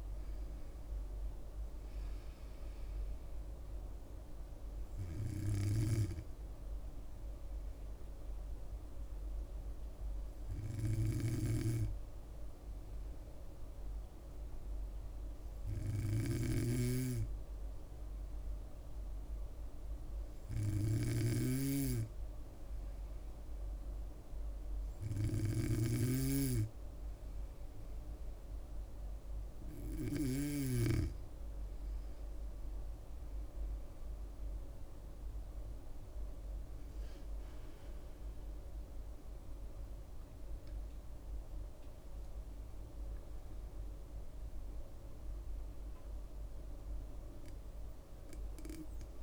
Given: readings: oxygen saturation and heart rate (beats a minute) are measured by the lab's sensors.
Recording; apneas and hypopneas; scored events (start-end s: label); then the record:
breathing in sleep by a room microphone; 1
4.00-26.50 s: hypopnea (oxygen 98% before, 95% lowest, heart rate 69 before, 66 extreme, up 4 after)
11.00-30.50 s: snoring (device-marked)
38.50-43.00 s: arousal
From the record:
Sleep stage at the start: N2 (light sleep); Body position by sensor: on the back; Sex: female